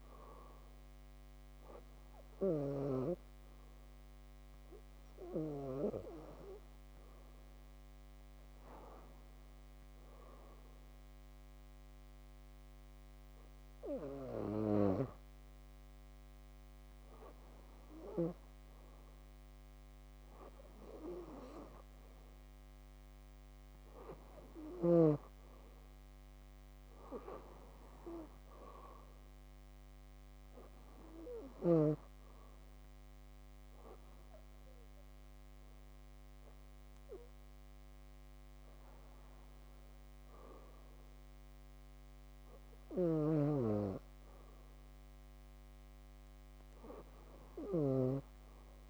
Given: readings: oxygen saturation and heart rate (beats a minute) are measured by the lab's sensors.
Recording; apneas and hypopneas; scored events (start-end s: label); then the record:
breathing in sleep by a microphone on the trachea; 1
0.00-1.50 s: arousal
0.00-2.50 s: snoring (device-marked)
10.00-21.00 s: hypopnea (oxygen 96% before, 94% lowest, heart rate 63 before, 61 extreme, up 7 after)
27.00-30.50 s: arousal
From the record:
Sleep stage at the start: REM sleep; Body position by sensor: on the back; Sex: female